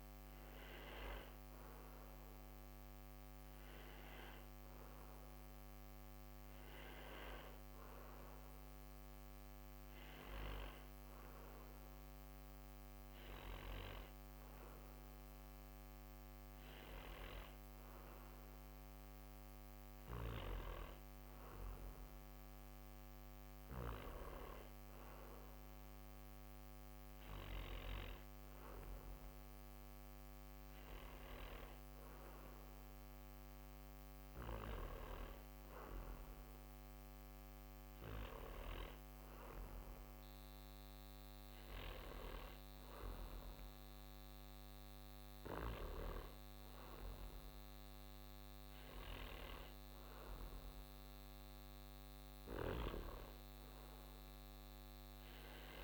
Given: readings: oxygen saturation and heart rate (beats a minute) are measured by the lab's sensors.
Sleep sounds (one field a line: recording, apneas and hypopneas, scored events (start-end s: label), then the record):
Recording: breathing in sleep by a microphone on the trachea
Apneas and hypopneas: none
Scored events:
none scored
From the record:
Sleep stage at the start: N1 (lightest sleep)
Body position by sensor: on the back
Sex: male